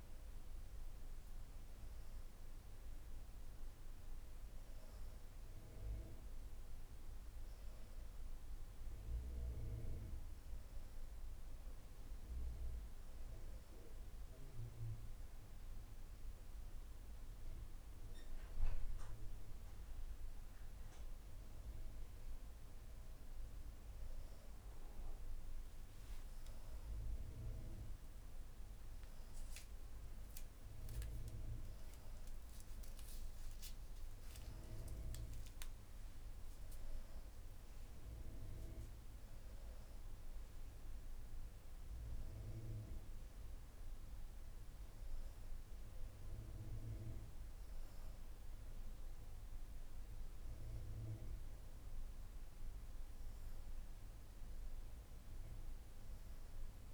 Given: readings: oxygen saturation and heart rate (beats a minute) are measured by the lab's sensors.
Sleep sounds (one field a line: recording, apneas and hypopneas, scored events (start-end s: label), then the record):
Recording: breathing in sleep by a room microphone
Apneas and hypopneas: none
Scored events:
26.00-38.00 s: oxygen desaturation (device-marked, oxygen 94% before, 88% lowest, heart rate 90 before, 87 extreme)
28.00-33.00 s: arousal
42.00-56.94 s: new sleep stage, N2 (light sleep)
From the record:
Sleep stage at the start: N1 (lightest sleep)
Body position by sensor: upright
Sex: female